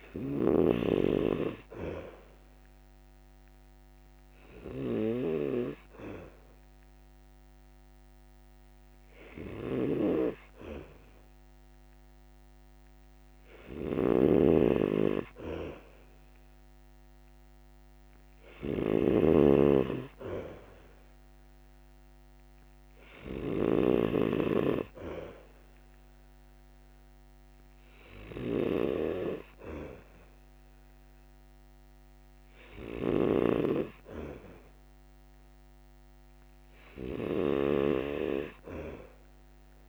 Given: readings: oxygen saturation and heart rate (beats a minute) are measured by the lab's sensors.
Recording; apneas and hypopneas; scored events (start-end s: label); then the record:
breathing in sleep by a microphone on the trachea; none
13.50-23.50 s: snoring (device-marked)
32.50-39.89 s: snoring (device-marked)
From the record:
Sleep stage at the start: N2 (light sleep); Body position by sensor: on the back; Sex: male